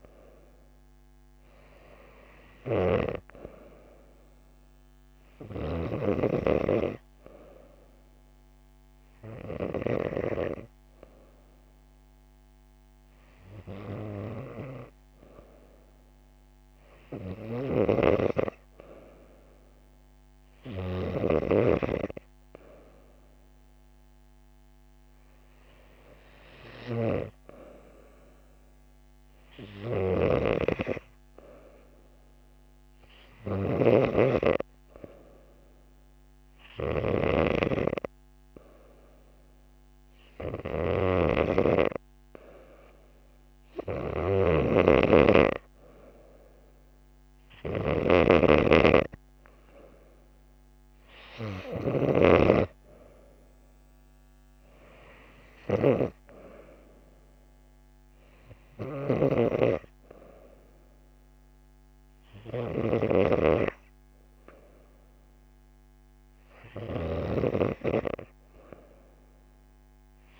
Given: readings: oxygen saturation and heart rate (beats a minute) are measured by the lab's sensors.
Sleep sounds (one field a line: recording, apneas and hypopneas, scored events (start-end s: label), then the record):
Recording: breathing in sleep by a microphone on the trachea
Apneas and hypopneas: none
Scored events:
none scored
From the record:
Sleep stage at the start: N2 (light sleep)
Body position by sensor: on the back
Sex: female